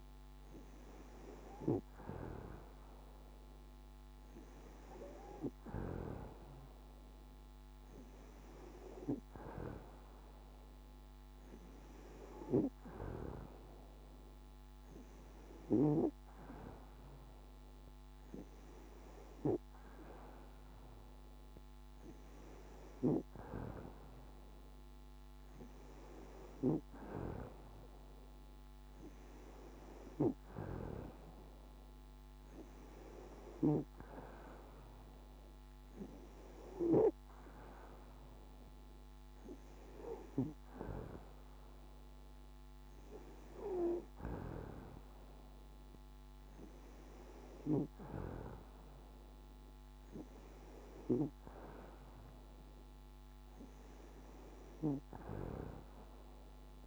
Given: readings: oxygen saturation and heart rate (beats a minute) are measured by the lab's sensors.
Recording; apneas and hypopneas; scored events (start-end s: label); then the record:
breathing in sleep by a microphone on the trachea; none
none scored
From the record:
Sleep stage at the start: N2 (light sleep); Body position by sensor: on the back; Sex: female